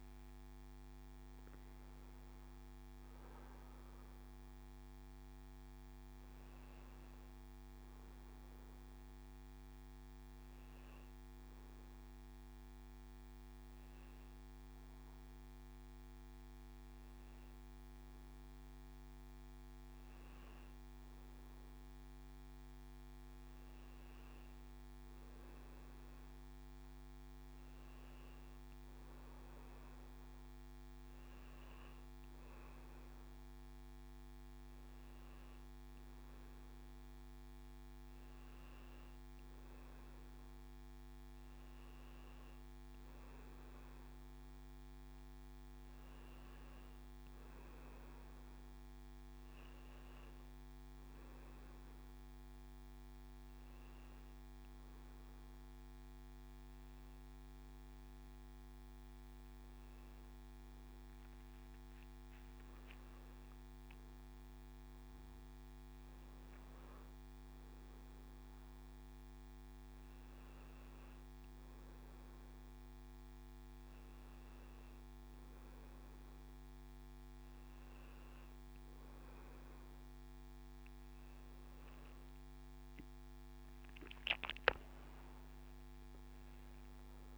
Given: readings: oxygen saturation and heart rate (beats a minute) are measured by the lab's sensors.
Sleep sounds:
breathing in sleep, hard to hear, by a microphone on the trachea; none
0.00-17.50 s: oxygen desaturation (device-marked, oxygen 94% lowest, heart rate 87 extreme)
From the record:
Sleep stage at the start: N1 (lightest sleep); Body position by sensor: on the back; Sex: male

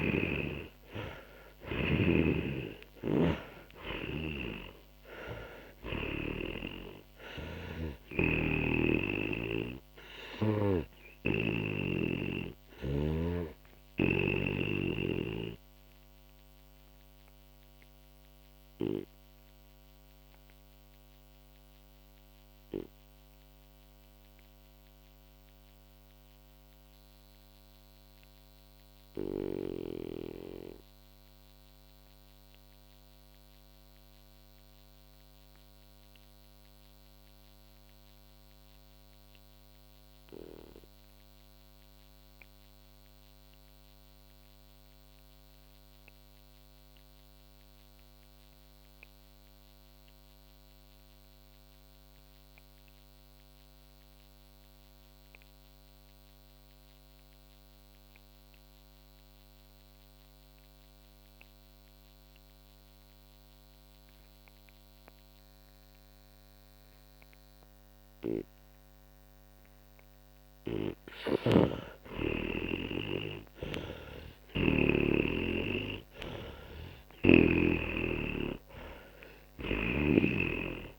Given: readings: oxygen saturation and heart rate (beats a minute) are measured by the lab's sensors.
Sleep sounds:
breathing in sleep by a microphone on the trachea; 1
0.00-42.50 s: oxygen desaturation (device-marked, oxygen 83% lowest, heart rate 37 extreme)
2.00-6.50 s: snoring (device-marked)
8.50-12.00 s: snoring (device-marked)
16.50-69.50 s: obstructive apnea (oxygen 96% before, 83% lowest, heart rate 63 before, 37 extreme, up 20 after)
70.50-74.50 s: arousal
71.50-75.00 s: snoring (device-marked)
71.50-80.99 s: oxygen desaturation (device-marked, oxygen 98% before, 86% lowest, heart rate 49 before, 39 extreme)
From the record:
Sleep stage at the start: N2 (light sleep); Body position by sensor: on the back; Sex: male

